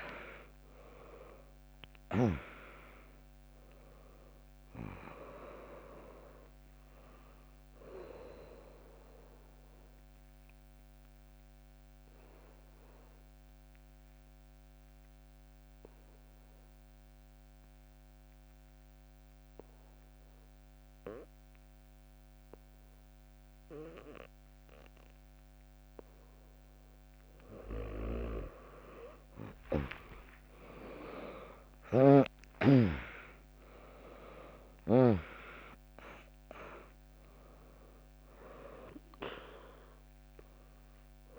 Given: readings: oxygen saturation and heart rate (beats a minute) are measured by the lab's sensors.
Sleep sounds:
breathing in sleep by a microphone on the trachea; 1
0.00-9.00 s: drop in pulse transit time (device-marked, heart rate 65 extreme)
1.00-19.00 s: oxygen desaturation (device-marked, oxygen 99% before, 96% lowest, heart rate 65 before, 59 extreme)
9.00-25.50 s: obstructive apnea (oxygen 99% before, 96% lowest, heart rate 72 before, 59 extreme)
26.00-28.00 s: bradycardia (device-marked, heart rate 74 before, 62 extreme)
28.50-32.00 s: arousal
33.00-41.39 s: drop in pulse transit time (device-marked, heart rate 72 before, 63 extreme)
33.00-41.39 s: oxygen desaturation (device-marked, oxygen 100% before, 96% lowest, heart rate 72 before, 57 extreme)
From the record:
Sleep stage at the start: N2 (light sleep); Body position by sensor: on the back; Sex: female

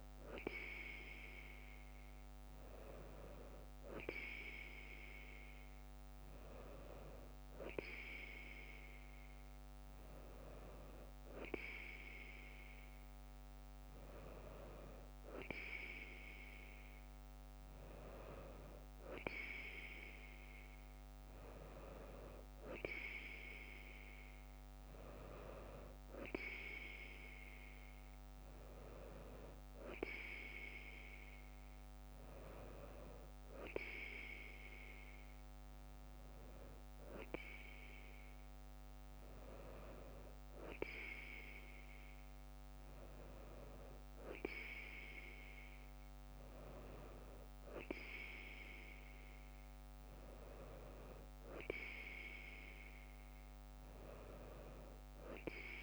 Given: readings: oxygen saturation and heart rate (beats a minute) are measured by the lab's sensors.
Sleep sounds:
breathing in sleep by a microphone on the trachea; none
none scored
From the record:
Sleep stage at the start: N2 (light sleep); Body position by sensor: on the right side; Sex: female

